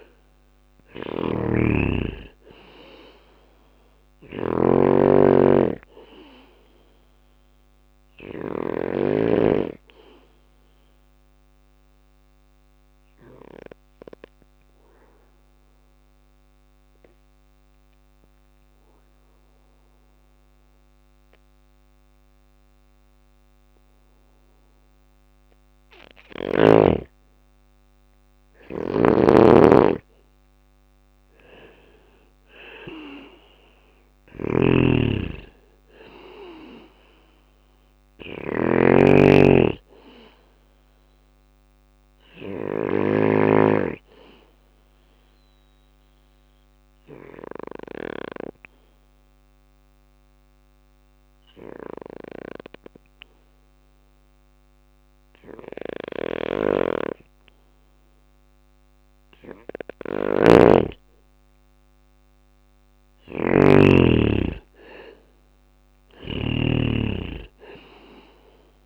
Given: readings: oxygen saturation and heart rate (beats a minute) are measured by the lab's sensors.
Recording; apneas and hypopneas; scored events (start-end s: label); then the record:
breathing in sleep by a microphone on the trachea; 2
0.00-1.50 s: arousal
0.00-7.50 s: snoring (device-marked)
0.00-19.00 s: oxygen desaturation (device-marked, oxygen 99% before, 90% lowest, heart rate 61 before, 60 extreme)
10.50-25.00 s: obstructive apnea (oxygen 99% before, 90% lowest, heart rate 62 before, 59 extreme, up 0 after)
27.00-32.00 s: arousal
27.00-38.00 s: drop in pulse transit time (device-marked, heart rate 62 before, 61 extreme)
27.50-42.00 s: snoring (device-marked)
32.00-54.00 s: oxygen desaturation (device-marked, oxygen 99% before, 92% lowest, heart rate 62 before, 59 extreme)
41.00-45.00 s: bradycardia (device-marked, heart rate 61 before, 59 extreme)
42.50-58.00 s: obstructive apnea (oxygen 99% before, 92% lowest, heart rate 62 before, 59 extreme, up 2 after)
55.00-68.86 s: snoring (device-marked)
60.50-65.00 s: arousal
67.00-68.86 s: oxygen desaturation (device-marked, oxygen 98% before, 93% lowest, heart rate 61 before, 59 extreme)
From the record:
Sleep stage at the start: N2 (light sleep); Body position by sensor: on the back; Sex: male